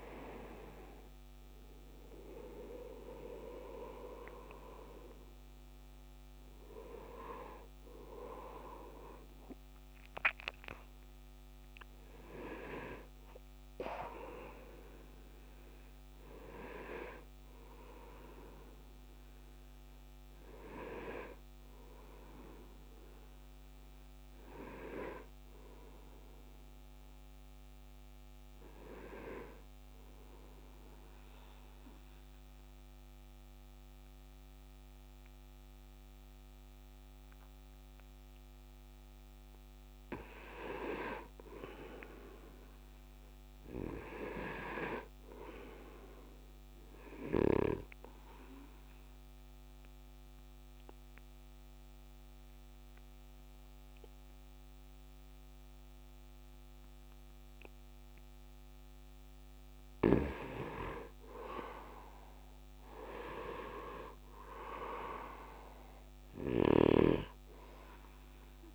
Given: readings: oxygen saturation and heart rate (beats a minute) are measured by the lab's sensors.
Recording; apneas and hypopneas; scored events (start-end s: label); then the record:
breathing in sleep by a microphone on the trachea; 2
0.00-24.00 s: oxygen desaturation (device-marked, oxygen 79% lowest, heart rate 70 extreme)
30.50-40.50 s: obstructive apnea (oxygen 99% before, 86% lowest, heart rate 79 before, 74 extreme, up 6 after)
42.00-45.00 s: arousal
48.00-60.00 s: obstructive apnea (oxygen 99% before, 84% lowest, heart rate 76 before, 74 extreme, up 5 after)
49.00-60.00 s: oxygen desaturation (device-marked, oxygen 98% before, 91% lowest, heart rate 76 before, 74 extreme)
62.00-65.50 s: arousal
From the record:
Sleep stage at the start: N2 (light sleep); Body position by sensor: on the right side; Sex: male